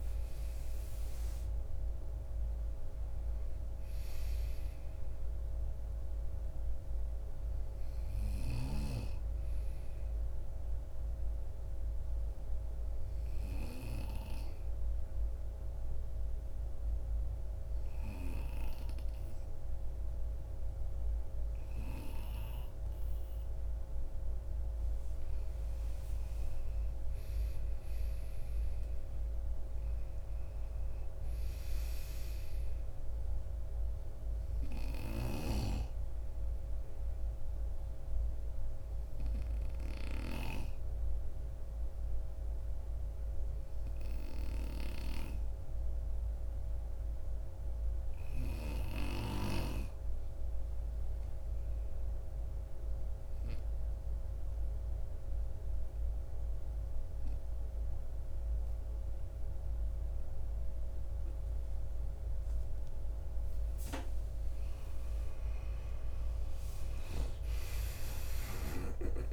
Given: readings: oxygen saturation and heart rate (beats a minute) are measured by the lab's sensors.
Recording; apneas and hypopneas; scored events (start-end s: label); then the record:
breathing in sleep by a room microphone; 2
0.00-14.00 s: oxygen desaturation (device-marked, oxygen 90% lowest)
8.00-24.00 s: obstructive apnea (oxygen 95% before, 87% lowest)
26.00-30.50 s: arousal
34.00-52.00 s: oxygen desaturation (device-marked, oxygen 94% before, 90% lowest)
37.00-63.50 s: obstructive apnea (oxygen 94% before, 87% lowest)
63.00-69.32 s: oxygen desaturation (device-marked, oxygen 94% before, 87% lowest)
65.00-69.32 s: arousal
From the record:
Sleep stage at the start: N2 (light sleep); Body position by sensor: on the right side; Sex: male